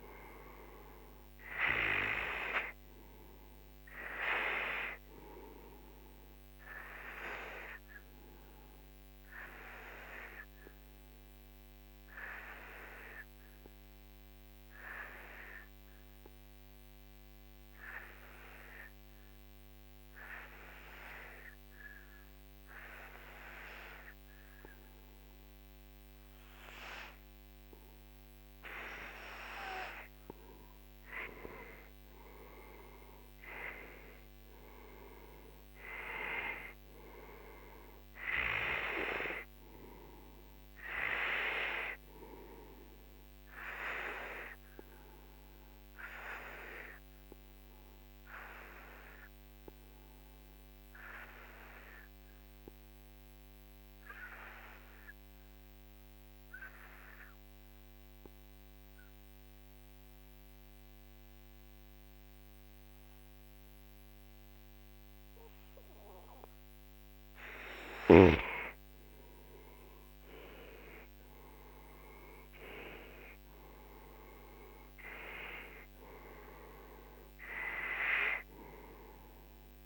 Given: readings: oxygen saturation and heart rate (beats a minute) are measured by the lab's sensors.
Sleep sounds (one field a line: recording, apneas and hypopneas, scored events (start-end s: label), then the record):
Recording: breathing in sleep by a microphone on the trachea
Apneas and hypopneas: 2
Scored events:
0.00-21.00 s: oxygen desaturation (device-marked, oxygen 92% lowest, heart rate 42 extreme)
7.00-28.50 s: obstructive apnea (oxygen 97% before, 91% lowest, heart rate 54 before, 45 extreme, up 13 after)
30.00-56.00 s: oxygen desaturation (device-marked, oxygen 97% before, 92% lowest, heart rate 47 before, 45 extreme)
33.50-37.50 s: arousal
45.00-67.00 s: obstructive apnea (oxygen 97% before, 90% lowest, heart rate 54 before, 42 extreme, up 15 after)
67.00-79.86 s: oxygen desaturation (device-marked, oxygen 97% before, 91% lowest, heart rate 47 before, 42 extreme)
69.00-74.50 s: arousal
From the record:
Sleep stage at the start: N2 (light sleep)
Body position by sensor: on the right side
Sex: male